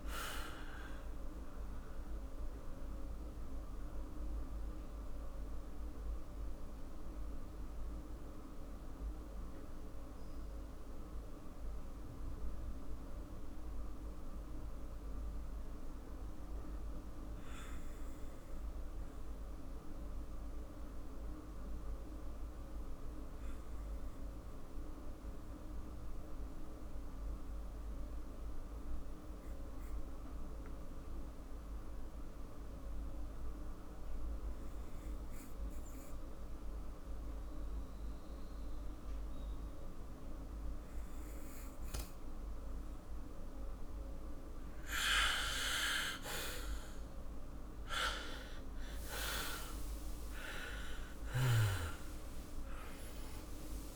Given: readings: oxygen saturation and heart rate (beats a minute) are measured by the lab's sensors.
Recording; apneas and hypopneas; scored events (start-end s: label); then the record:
breathing in sleep by a room microphone; 1
2.00-43.00 s: mixed apnea (oxygen 99% before, 93% lowest, heart rate 52 before, 47 extreme, up 16 after)
28.50-39.50 s: oxygen desaturation (device-marked, oxygen 96% before, 93% lowest, heart rate 48 before, 51 extreme)
48.00-52.00 s: arousal
52.00-53.96 s: long interval between heartbeats (device-marked, heart rate 55 before, 94 extreme)
From the record:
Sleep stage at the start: N2 (light sleep); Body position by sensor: on the back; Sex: male